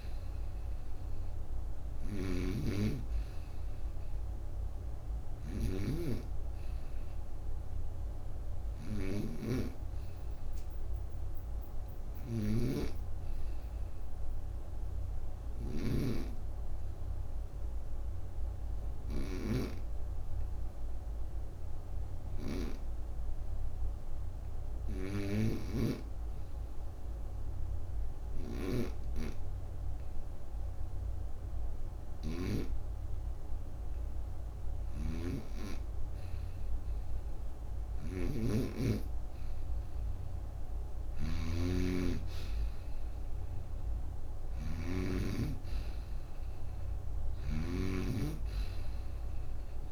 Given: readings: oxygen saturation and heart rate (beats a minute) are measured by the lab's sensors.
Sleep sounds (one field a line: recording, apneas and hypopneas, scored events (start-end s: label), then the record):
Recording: breathing in sleep by a room microphone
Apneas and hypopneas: 1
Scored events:
0.00-15.50 s: snoring (device-marked)
15.00-31.50 s: obstructive apnea (oxygen 96% before, 92% lowest)
25.00-32.50 s: snoring (device-marked)
34.50-38.00 s: arousal
34.50-49.92 s: snoring (device-marked)
From the record:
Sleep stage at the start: N2 (light sleep)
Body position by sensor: on the right side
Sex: female